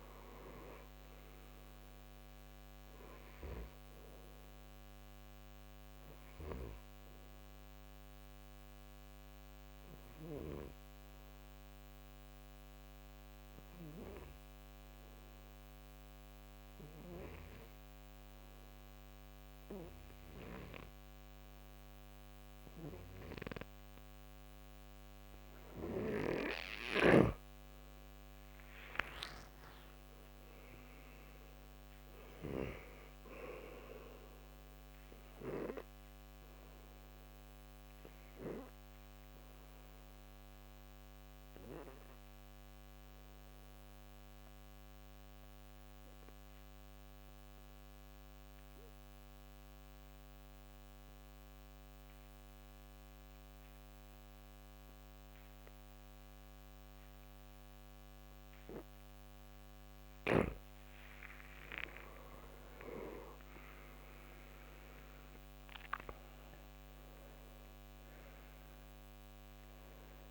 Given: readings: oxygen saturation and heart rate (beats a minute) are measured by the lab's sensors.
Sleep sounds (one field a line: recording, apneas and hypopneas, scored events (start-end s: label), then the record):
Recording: breathing in sleep by a microphone on the trachea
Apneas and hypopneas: 2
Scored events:
0.00-16.00 s: oxygen desaturation (device-marked, oxygen 82% lowest, heart rate 62 extreme)
5.00-27.50 s: obstructive apnea (oxygen 98% before, 82% lowest, heart rate 82 before, 61 extreme, up 6 after)
29.00-33.00 s: arousal
30.00-51.00 s: oxygen desaturation (device-marked, oxygen 97% before, 87% lowest, heart rate 66 before, 61 extreme)
37.50-59.50 s: obstructive apnea (oxygen 98% before, 83% lowest, heart rate 69 before, 58 extreme, up 11 after)
56.00-70.31 s: oxygen desaturation (device-marked, oxygen 97% before, 83% lowest, heart rate 65 before, 58 extreme)
61.00-66.00 s: arousal
From the record:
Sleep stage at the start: N2 (light sleep)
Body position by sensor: on the back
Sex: male